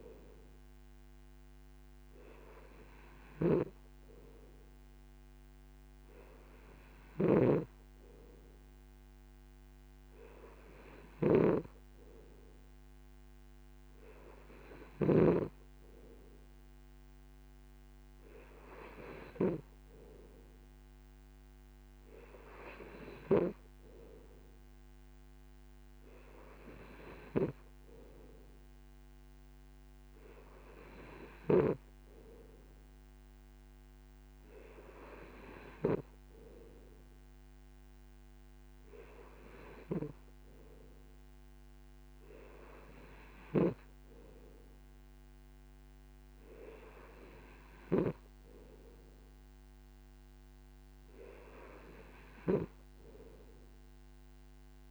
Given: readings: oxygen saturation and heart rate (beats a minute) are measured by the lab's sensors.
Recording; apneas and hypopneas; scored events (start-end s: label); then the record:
breathing in sleep by a microphone on the trachea; none
none scored
From the record:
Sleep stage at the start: N2 (light sleep); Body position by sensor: on the right side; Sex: male